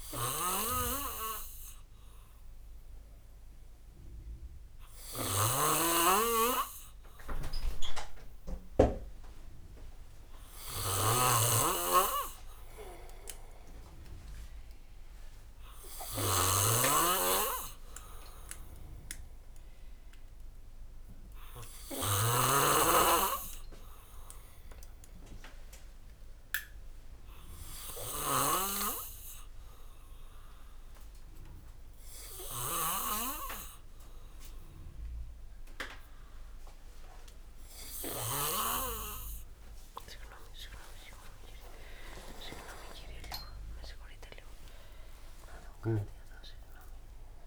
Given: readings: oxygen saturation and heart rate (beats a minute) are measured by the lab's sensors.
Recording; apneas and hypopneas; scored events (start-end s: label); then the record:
a person awake in a sleep study, by a room microphone; none
0.00-38.50 s: snoring (device-marked)
18.00-47.47 s: new sleep stage, awake
From the record:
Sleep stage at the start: N2 (light sleep); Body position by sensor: on the back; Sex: male